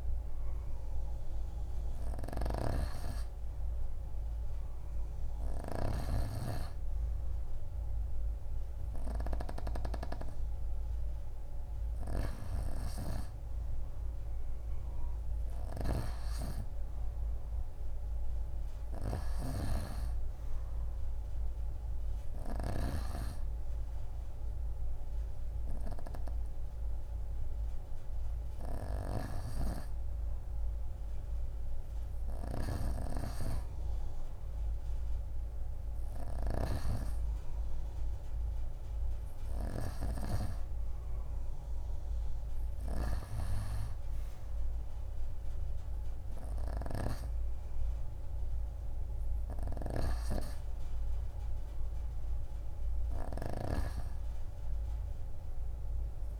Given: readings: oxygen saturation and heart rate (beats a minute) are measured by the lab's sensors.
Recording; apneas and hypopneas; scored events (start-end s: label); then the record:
breathing in sleep by a room microphone; none
13.50-21.50 s: oxygen desaturation (device-marked, oxygen 92% before, 89% lowest)
From the record:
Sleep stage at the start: N2 (light sleep); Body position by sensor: on the right side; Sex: female